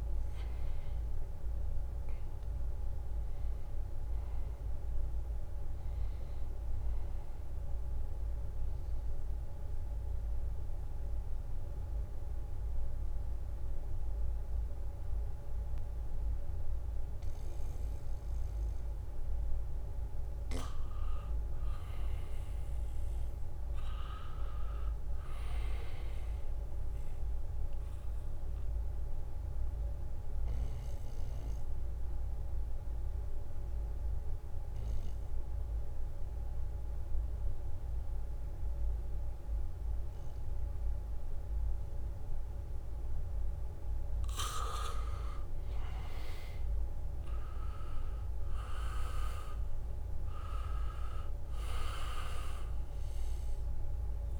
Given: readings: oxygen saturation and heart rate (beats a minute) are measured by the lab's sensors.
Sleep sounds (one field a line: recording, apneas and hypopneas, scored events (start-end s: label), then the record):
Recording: breathing in sleep by a room microphone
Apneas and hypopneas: 2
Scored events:
0.00-17.00 s: oxygen desaturation (device-marked, oxygen 81% lowest, heart rate 66 extreme)
8.50-19.00 s: central apnea (oxygen 98% before, 82% lowest, heart rate 71 before, 72 extreme, up 0 after)
21.50-25.50 s: arousal
29.00-44.00 s: oxygen desaturation (device-marked, oxygen 99% before, 92% lowest, heart rate 76 before, 68 extreme)
30.50-44.00 s: obstructive apnea (oxygen 99% before, 83% lowest, heart rate 76 before, 68 extreme)
45.50-50.00 s: arousal
46.00-54.40 s: oxygen desaturation (device-marked, oxygen 97% before, 84% lowest, heart rate 73 before, 67 extreme)
From the record:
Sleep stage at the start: N2 (light sleep)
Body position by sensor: on the back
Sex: male